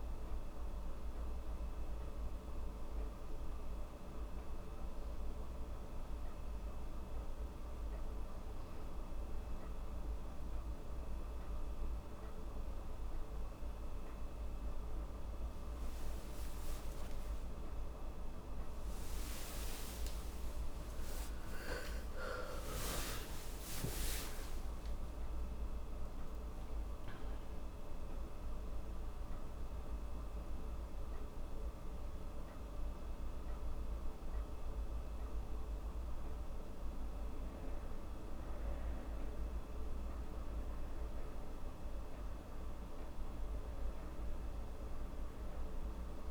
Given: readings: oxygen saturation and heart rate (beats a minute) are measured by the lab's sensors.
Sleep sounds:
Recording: breathing in sleep, hard to hear, by a room microphone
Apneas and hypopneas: none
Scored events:
21.00-25.50 s: arousal
From the record:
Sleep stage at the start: N2 (light sleep)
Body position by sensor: on the back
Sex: female

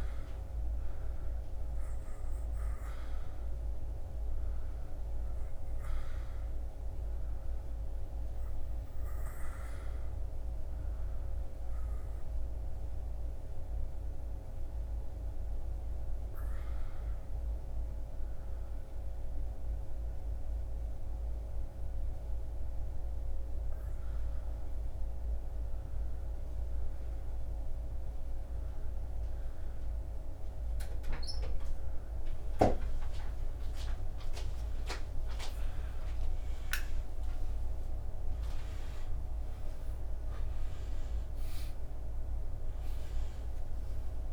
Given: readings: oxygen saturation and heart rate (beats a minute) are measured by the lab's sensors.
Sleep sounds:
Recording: a person awake in a sleep study, hard to hear, by a room microphone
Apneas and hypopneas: 1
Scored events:
10.50-26.50 s: obstructive apnea (oxygen 99% before, 96% lowest, heart rate 85 before, 75 extreme, up 2 after)
From the record:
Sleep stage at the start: awake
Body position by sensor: on the back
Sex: male

